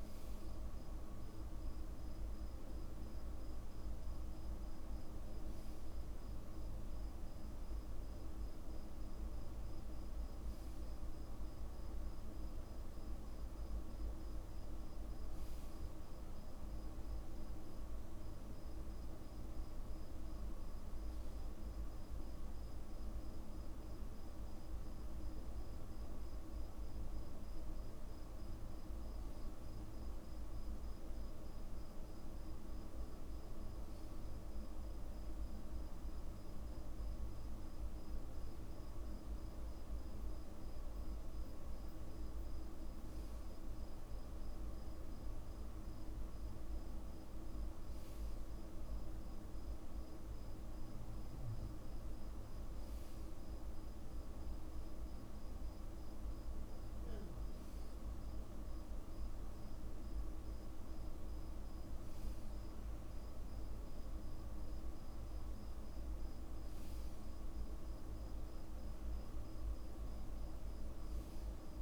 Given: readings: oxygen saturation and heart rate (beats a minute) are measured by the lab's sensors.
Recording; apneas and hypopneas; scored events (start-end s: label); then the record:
breathing in sleep, hard to hear, by a room microphone; none
none scored
From the record:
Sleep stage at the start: REM sleep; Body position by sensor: on the back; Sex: male